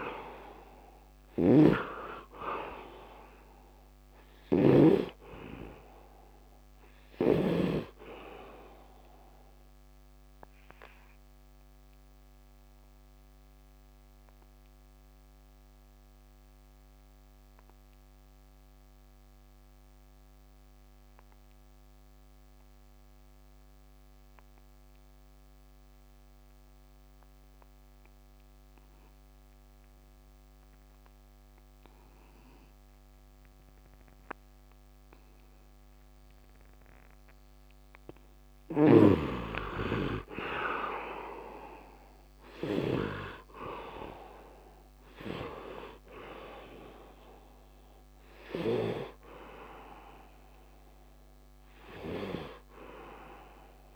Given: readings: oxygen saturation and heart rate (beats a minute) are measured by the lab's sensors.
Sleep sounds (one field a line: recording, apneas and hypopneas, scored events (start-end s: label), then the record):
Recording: breathing in sleep by a microphone on the trachea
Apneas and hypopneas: 1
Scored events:
0.00-1.50 s: arousal
0.00-7.50 s: snoring (device-marked)
0.00-20.50 s: oxygen desaturation (device-marked, oxygen 78% lowest, heart rate 70 extreme)
10.50-38.00 s: obstructive apnea (oxygen 99% before, 73% lowest, heart rate 80 before, 70 extreme, up 11 after)
28.50-53.96 s: oxygen desaturation (device-marked, oxygen 99% before, 73% lowest, heart rate 72 before, 70 extreme)
40.00-45.00 s: arousal
From the record:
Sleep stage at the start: N2 (light sleep)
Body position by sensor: on the right side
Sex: male